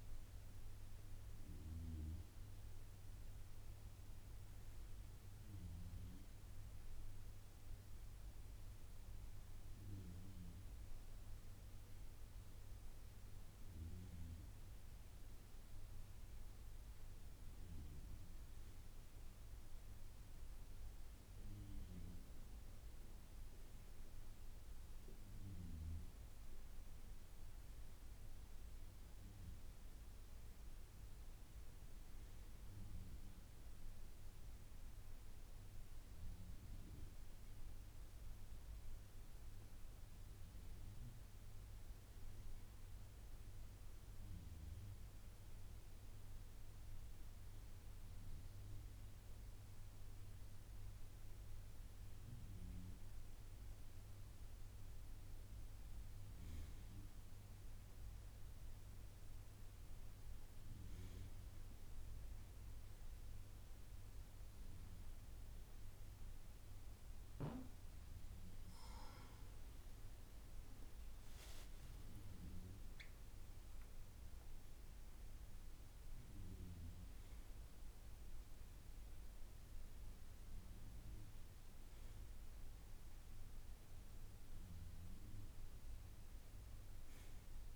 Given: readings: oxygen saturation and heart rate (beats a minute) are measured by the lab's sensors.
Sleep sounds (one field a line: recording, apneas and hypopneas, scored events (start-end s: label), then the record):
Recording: breathing in sleep, hard to hear, by a room microphone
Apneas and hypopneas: none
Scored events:
none scored
From the record:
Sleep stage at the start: N2 (light sleep)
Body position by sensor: on the right side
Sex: male